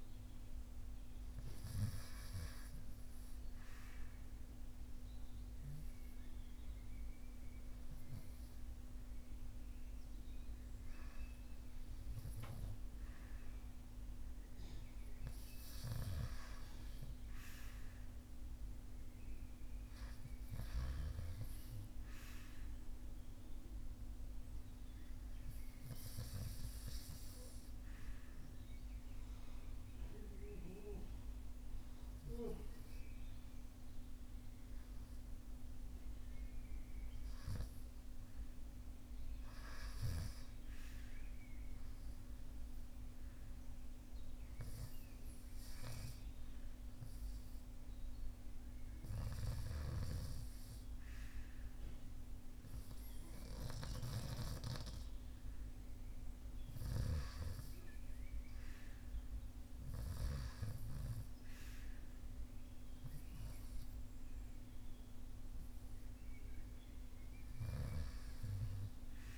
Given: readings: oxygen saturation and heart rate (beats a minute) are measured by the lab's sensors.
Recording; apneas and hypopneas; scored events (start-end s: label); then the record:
breathing in sleep by a room microphone; 1
0.00-5.00 s: oxygen desaturation (device-marked, oxygen 89% lowest)
22.00-34.50 s: obstructive apnea (oxygen 92% before, 90% lowest)
35.00-39.50 s: arousal
From the record:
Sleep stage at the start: REM sleep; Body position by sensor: on the front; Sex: male